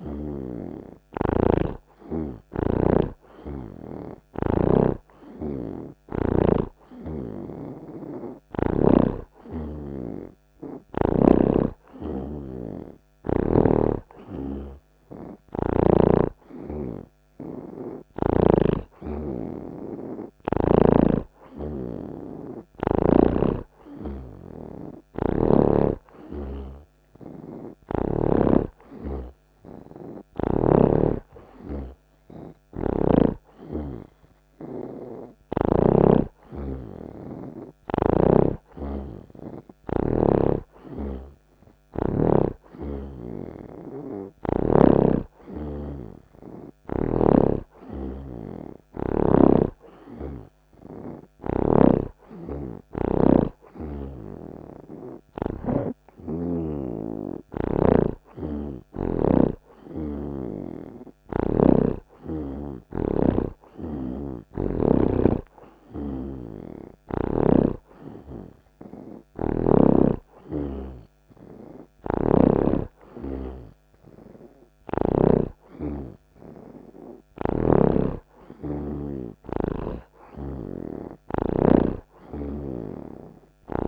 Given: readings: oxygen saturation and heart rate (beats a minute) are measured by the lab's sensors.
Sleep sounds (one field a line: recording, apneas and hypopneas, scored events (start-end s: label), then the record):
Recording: breathing in sleep by a microphone on the trachea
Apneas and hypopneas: none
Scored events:
0.00-5.00 s: snoring (device-marked)
10.00-16.00 s: oxygen desaturation (device-marked, oxygen 86% before, 81% lowest)
14.50-19.00 s: snoring (device-marked)
23.50-27.00 s: snoring (device-marked)
29.00-33.50 s: snoring (device-marked)
48.00-52.00 s: snoring (device-marked)
64.00-68.00 s: snoring (device-marked)
77.50-83.88 s: snoring (device-marked)
From the record:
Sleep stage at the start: N2 (light sleep)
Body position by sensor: on the right side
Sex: male